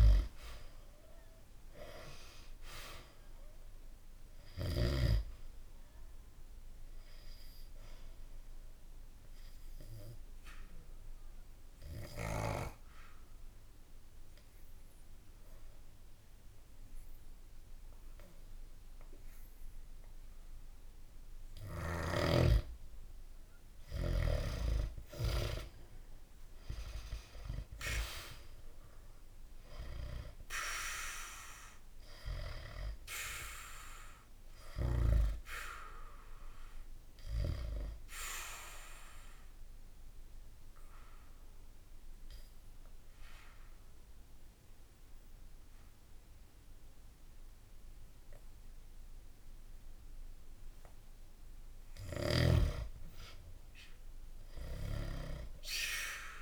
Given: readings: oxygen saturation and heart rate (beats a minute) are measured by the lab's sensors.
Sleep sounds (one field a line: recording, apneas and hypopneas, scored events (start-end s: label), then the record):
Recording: breathing in sleep by a room microphone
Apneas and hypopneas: 2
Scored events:
0.00-2.00 s: arousal
0.00-5.00 s: snoring (device-marked)
3.00-24.00 s: oxygen desaturation (device-marked, oxygen 97% before, 91% lowest, heart rate 67 before, 64 extreme)
6.00-23.00 s: obstructive apnea (oxygen 98% before, 91% lowest, heart rate 66 before, 64 extreme, up 0 after)
25.00-30.00 s: arousal
33.00-51.00 s: oxygen desaturation (device-marked, oxygen 97% before, 91% lowest, heart rate 66 before, 64 extreme)
35.50-50.50 s: obstructive apnea (oxygen 97% before, 91% lowest, heart rate 66 before, 64 extreme, up 0 after)
52.50-56.42 s: arousal
54.50-56.42 s: snoring (device-marked)
From the record:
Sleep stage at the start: N2 (light sleep)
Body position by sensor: on the back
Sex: male